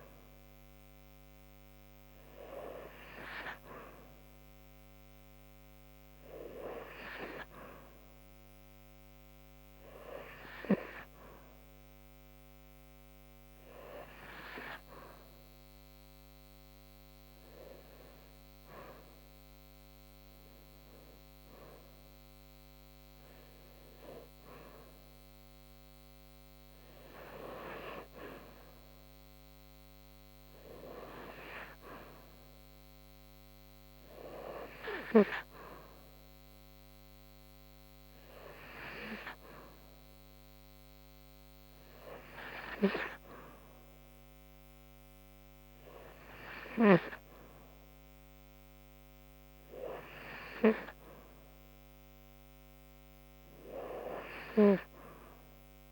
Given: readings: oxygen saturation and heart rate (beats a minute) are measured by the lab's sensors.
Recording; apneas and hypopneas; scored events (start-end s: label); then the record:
breathing in sleep by a microphone on the trachea; none
none scored
From the record:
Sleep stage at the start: N2 (light sleep); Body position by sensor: on the right side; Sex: female